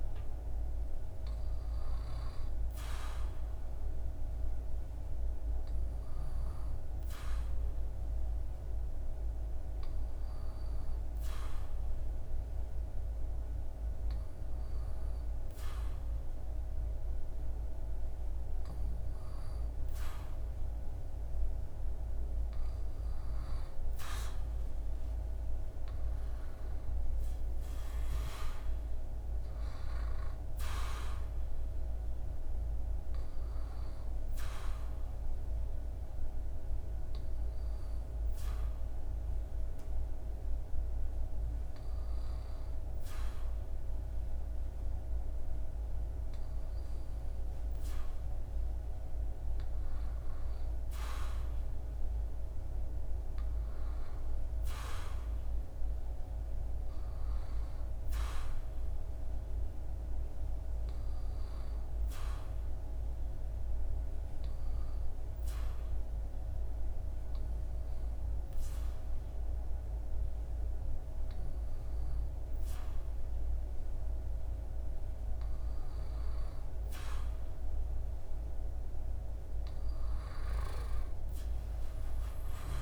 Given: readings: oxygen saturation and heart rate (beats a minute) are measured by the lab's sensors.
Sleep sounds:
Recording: breathing in sleep, hard to hear, by a room microphone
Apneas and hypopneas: 2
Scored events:
26.00-29.50 s: arousal
34.00-46.50 s: hypopnea (oxygen 97% before, 95% lowest, heart rate 81 before, 77 extreme, up 4 after)
49.00-53.00 s: arousal
62.00-74.50 s: hypopnea (oxygen 98% before, 92% lowest, heart rate 79 before, 76 extreme, up 4 after)
77.00-81.00 s: arousal
From the record:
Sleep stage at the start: N2 (light sleep)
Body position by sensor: on the back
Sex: male

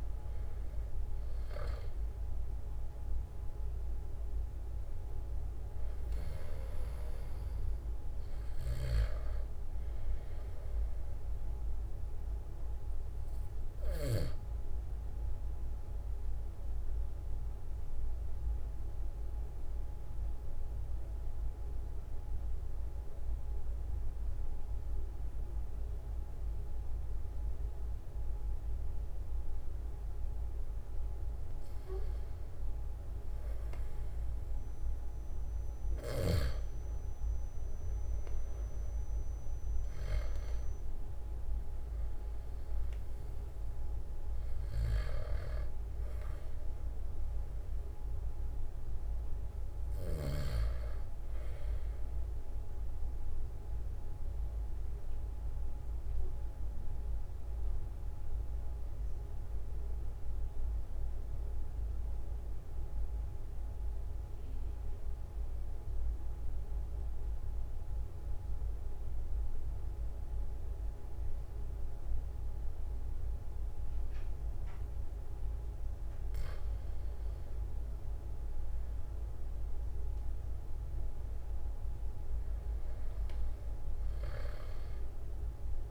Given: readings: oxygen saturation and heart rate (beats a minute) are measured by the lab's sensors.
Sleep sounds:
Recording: breathing in sleep by a room microphone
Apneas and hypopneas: 2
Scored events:
0.00-31.50 s: oxygen desaturation (device-marked, oxygen 90% lowest, heart rate 42 extreme)
8.50-14.50 s: snoring (device-marked)
16.00-31.00 s: mixed apnea (oxygen 96% before, 90% lowest, heart rate 46 before, 42 extreme, up 4 after)
32.00-37.00 s: arousal
54.50-75.00 s: mixed apnea (oxygen 97% before, 93% lowest, heart rate 45 before, 43 extreme, up 3 after)
77.00-81.00 s: arousal
From the record:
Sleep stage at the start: N2 (light sleep)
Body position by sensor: on the back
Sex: male

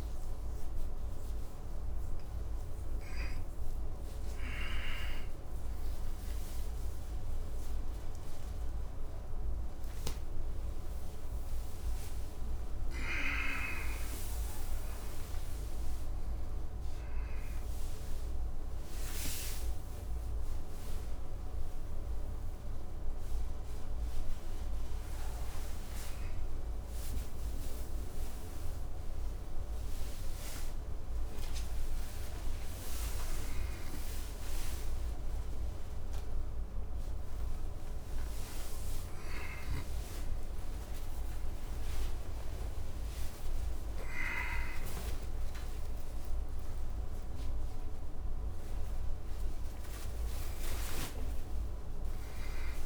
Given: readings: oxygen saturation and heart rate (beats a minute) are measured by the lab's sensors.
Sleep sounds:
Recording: a person awake in a sleep study, by a room microphone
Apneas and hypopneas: none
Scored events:
0.00-24.50 s: oxygen desaturation (device-marked, oxygen 85% lowest, heart rate 63 extreme)
From the record:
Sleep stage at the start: awake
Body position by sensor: on the back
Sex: male

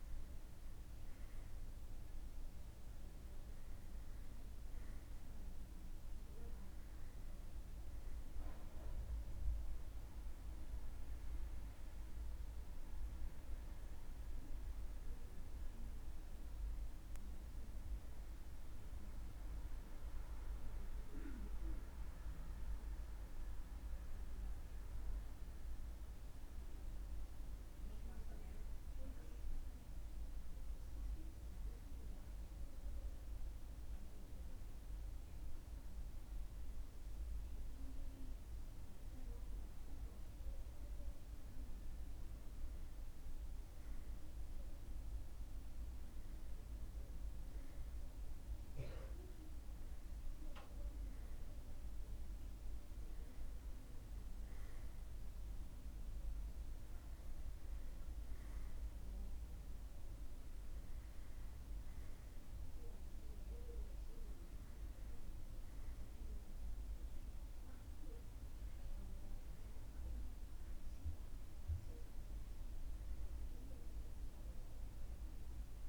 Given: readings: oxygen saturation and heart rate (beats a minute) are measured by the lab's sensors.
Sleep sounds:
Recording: breathing in sleep, hard to hear, by a room microphone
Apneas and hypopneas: none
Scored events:
none scored
From the record:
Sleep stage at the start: N2 (light sleep)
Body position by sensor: on the right side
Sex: male

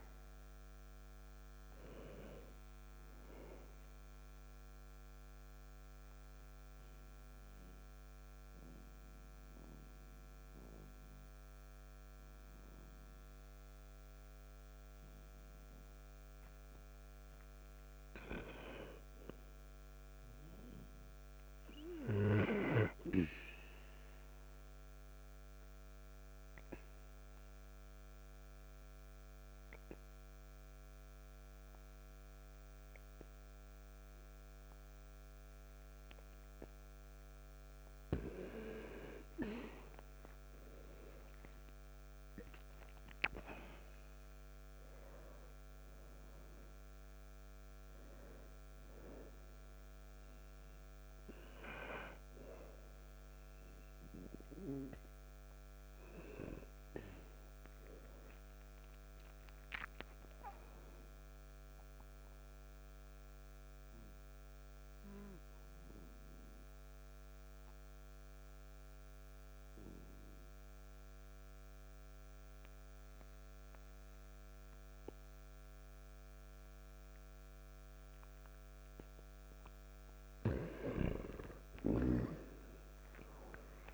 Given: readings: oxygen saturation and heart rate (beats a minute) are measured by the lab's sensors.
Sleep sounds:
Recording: breathing in sleep by a microphone on the trachea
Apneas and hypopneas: 3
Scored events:
0.00-22.50 s: oxygen desaturation (device-marked, oxygen 91% lowest, heart rate 59 extreme)
6.00-17.00 s: central apnea (oxygen 98% before, 90% lowest, heart rate 60 before, 59 extreme, up 2 after)
18.00-22.00 s: arousal
25.00-37.50 s: obstructive apnea (oxygen 98% before, 90% lowest, heart rate 60 before, 59 extreme, up 0 after)
39.50-43.50 s: arousal
49.50-73.50 s: oxygen desaturation (device-marked, oxygen 95% before, 90% lowest, heart rate 61 before, 57 extreme)
62.00-79.50 s: obstructive apnea (oxygen 97% before, 90% lowest, heart rate 61 before, 57 extreme, up 3 after)
From the record:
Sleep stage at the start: N2 (light sleep)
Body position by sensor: on the back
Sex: male

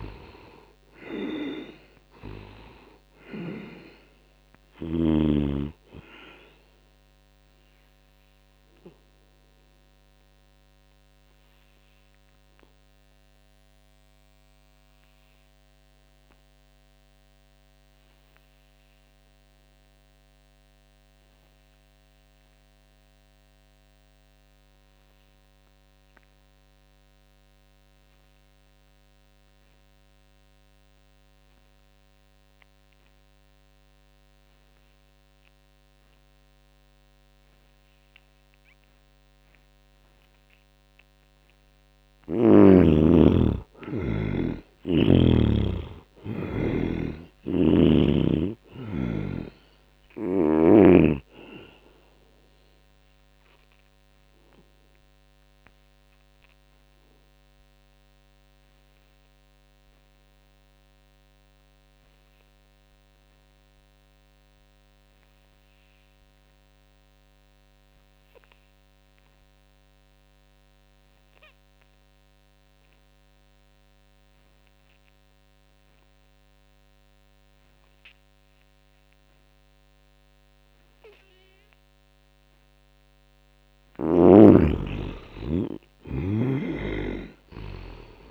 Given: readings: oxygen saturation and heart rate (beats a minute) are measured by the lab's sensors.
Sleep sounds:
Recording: breathing in sleep by a microphone on the trachea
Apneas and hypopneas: 2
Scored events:
0.00-4.50 s: snoring (device-marked)
0.00-20.00 s: oxygen desaturation (device-marked, oxygen 67% lowest, heart rate 54 extreme)
7.00-40.00 s: obstructive apnea (oxygen 95% before, 67% lowest, heart rate 68 before, 64 extreme)
27.00-62.00 s: oxygen desaturation (device-marked, oxygen 99% before, 69% lowest, heart rate 81 before, 58 extreme)
42.50-47.00 s: arousal
46.50-50.00 s: snoring (device-marked)
53.00-81.50 s: obstructive apnea (oxygen 98% before, 69% lowest, heart rate 74 before, 58 extreme, up 8 after)
67.00-88.31 s: oxygen desaturation (device-marked, oxygen 98% before, 70% lowest, heart rate 83 before, 58 extreme)
83.50-87.00 s: arousal
86.00-88.31 s: snoring (device-marked)
From the record:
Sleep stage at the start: N2 (light sleep)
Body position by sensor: on the back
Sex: male

